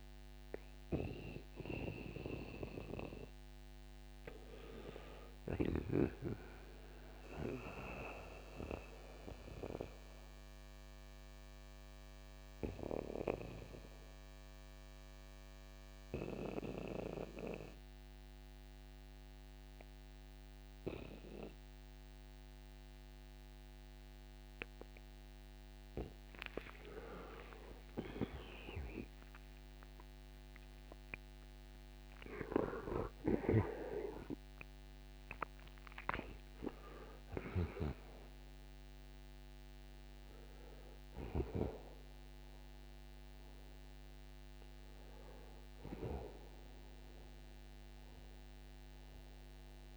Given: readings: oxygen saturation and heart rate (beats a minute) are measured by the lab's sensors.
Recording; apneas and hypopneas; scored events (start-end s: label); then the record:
breathing in sleep by a microphone on the trachea; 1
1.00-14.00 s: oxygen desaturation (device-marked, oxygen 97% before, 93% lowest, heart rate 65 before, 60 extreme)
8.00-25.00 s: hypopnea (oxygen 98% before, 87% lowest, heart rate 66 before, 60 extreme, up 35 after)
26.50-31.50 s: arousal
33.00-41.50 s: snoring (device-marked)
34.00-49.97 s: oxygen desaturation (device-marked, oxygen 95% before, 87% lowest, heart rate 70 before, 57 extreme)
38.00-49.97 s: new sleep stage, N1 (lightest sleep)
From the record:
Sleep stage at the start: N2 (light sleep); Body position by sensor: on the right side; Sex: male